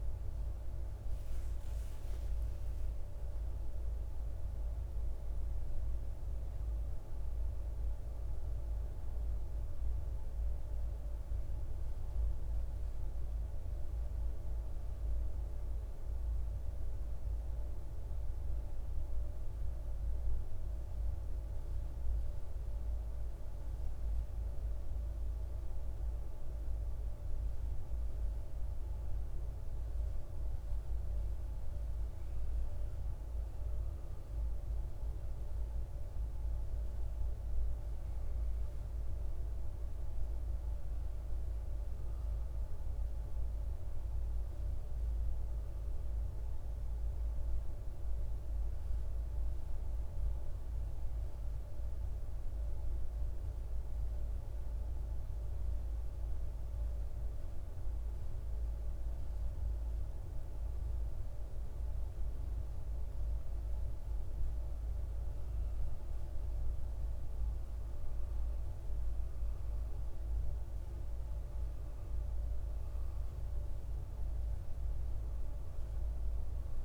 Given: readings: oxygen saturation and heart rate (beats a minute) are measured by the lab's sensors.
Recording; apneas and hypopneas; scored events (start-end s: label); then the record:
a person partly awake in a sleep study, hard to hear, by a room microphone; none
32.00-76.85 s: new sleep stage, N2 (light sleep)
From the record:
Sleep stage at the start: awake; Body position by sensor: on the right side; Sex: male